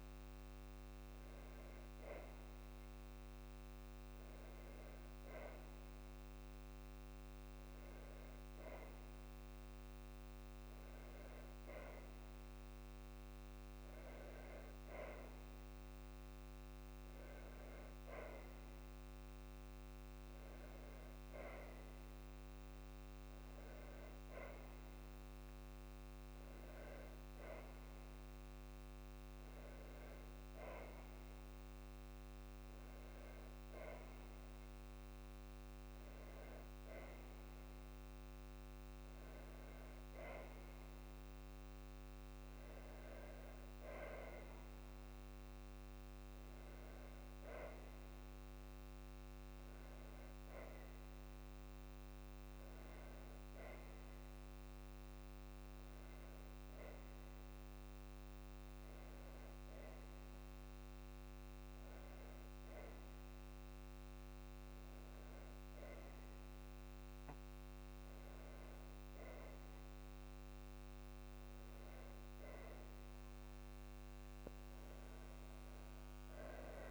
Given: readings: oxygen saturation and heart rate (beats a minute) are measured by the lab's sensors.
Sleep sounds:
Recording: breathing in sleep, hard to hear, by a microphone on the trachea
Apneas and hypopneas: none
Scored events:
none scored
From the record:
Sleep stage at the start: N2 (light sleep)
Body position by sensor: on the back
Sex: female

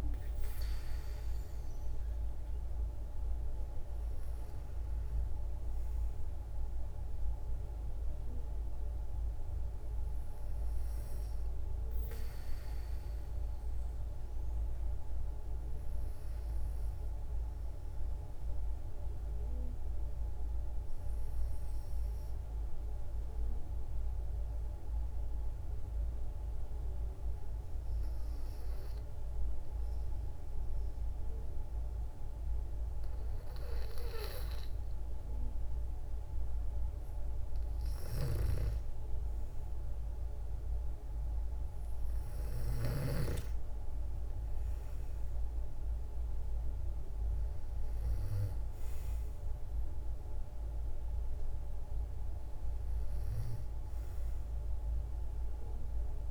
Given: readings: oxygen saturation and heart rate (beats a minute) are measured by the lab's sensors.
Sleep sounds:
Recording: breathing in sleep by a room microphone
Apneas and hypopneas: 1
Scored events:
0.00-9.00 s: oxygen desaturation (device-marked, oxygen 90% lowest, heart rate 55 extreme)
15.50-19.00 s: arousal
23.00-36.00 s: obstructive apnea (oxygen 96% before, 90% lowest, heart rate 57 before, 55 extreme, up 7 after)
36.00-56.31 s: oxygen desaturation (device-marked, oxygen 96% before, 90% lowest, heart rate 57 before, 55 extreme)
38.00-42.00 s: arousal
From the record:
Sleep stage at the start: N2 (light sleep)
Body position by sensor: on the back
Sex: female

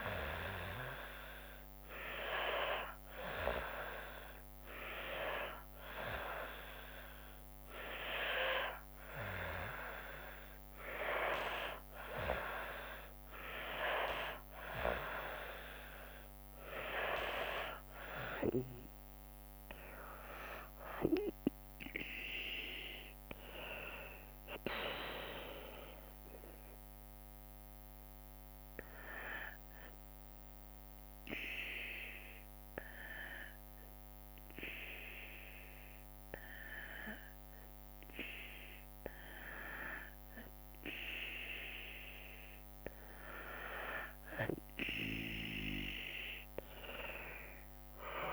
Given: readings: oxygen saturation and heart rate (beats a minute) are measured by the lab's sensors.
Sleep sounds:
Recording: breathing in sleep by a microphone on the trachea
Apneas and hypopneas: 1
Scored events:
29.00-39.50 s: obstructive apnea (oxygen 94% before, 90% lowest, heart rate 73 before, 60 extreme, up 17 after)
46.00-48.33 s: drop in pulse transit time (device-marked, heart rate 70 before, 64 extreme)
46.50-48.33 s: arousal
From the record:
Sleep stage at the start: N2 (light sleep)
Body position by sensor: on the back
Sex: female

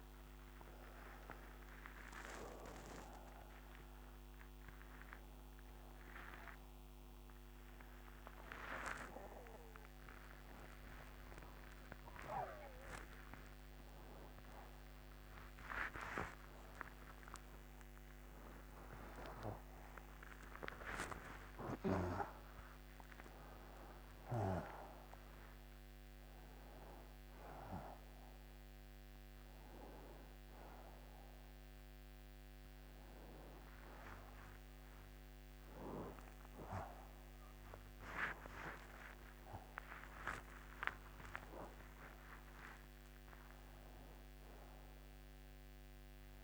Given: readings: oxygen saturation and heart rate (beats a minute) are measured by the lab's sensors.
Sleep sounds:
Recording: a person awake in a sleep study, by a microphone on the trachea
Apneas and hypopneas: none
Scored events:
37.00-45.00 s: oxygen desaturation (device-marked, oxygen 96% before, 92% lowest, heart rate 105 before, 78 extreme)
From the record:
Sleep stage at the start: awake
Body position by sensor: on the right side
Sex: male

